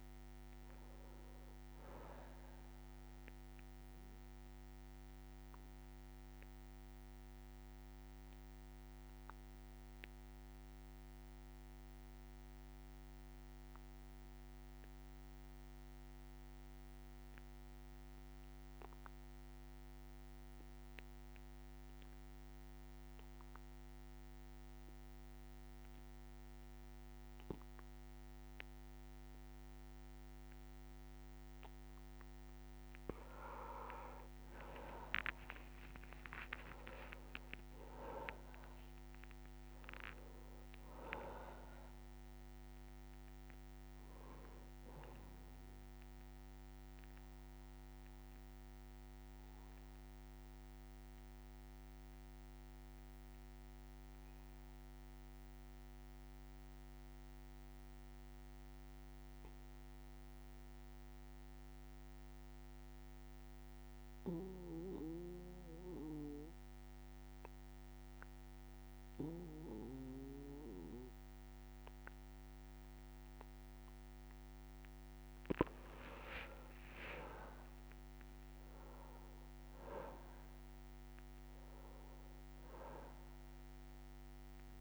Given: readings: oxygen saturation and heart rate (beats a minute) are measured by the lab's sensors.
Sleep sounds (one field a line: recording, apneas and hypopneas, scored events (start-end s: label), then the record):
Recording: breathing in sleep by a microphone on the trachea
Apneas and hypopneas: 2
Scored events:
0.00-17.50 s: oxygen desaturation (device-marked, oxygen 93% lowest, heart rate 59 extreme)
5.00-32.00 s: obstructive apnea (oxygen 100% before, 92% lowest, heart rate 63 before, 59 extreme)
30.50-55.50 s: oxygen desaturation (device-marked, oxygen 99% before, 92% lowest, heart rate 61 before, 60 extreme)
32.50-41.50 s: tachycardia (device-marked, heart rate 63 before, 157 extreme)
34.00-38.00 s: arousal
38.50-40.50 s: long interval between heartbeats (device-marked, heart rate 72 before, 152 extreme)
40.50-42.50 s: long interval between heartbeats (device-marked, heart rate 82 before, 134 extreme)
47.00-73.50 s: obstructive apnea (oxygen 99% before, 92% lowest, heart rate 98 before, 60 extreme, up 3 after)
71.50-84.81 s: oxygen desaturation (device-marked, oxygen 99% before, 92% lowest, heart rate 61 before, 60 extreme)
76.00-80.50 s: arousal
From the record:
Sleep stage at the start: N2 (light sleep)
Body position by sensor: on the back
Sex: male